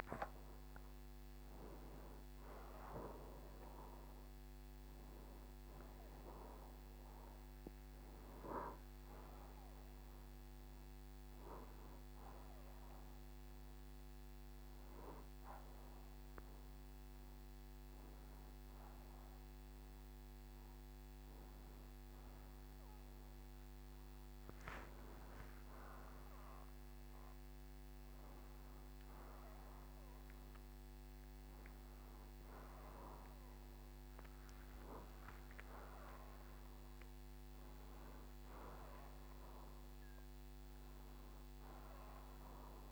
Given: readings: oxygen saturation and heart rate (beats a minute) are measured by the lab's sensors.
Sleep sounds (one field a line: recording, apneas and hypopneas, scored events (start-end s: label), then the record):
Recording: a person awake in a sleep study, hard to hear, by a microphone on the trachea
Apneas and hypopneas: none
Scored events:
0.50-42.92 s: new sleep stage, awake
40.50-42.92 s: oxygen desaturation (device-marked, oxygen 94% before, 87% lowest, heart rate 77 before, 61 extreme)
From the record:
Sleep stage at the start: N1 (lightest sleep)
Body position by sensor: on the right side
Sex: male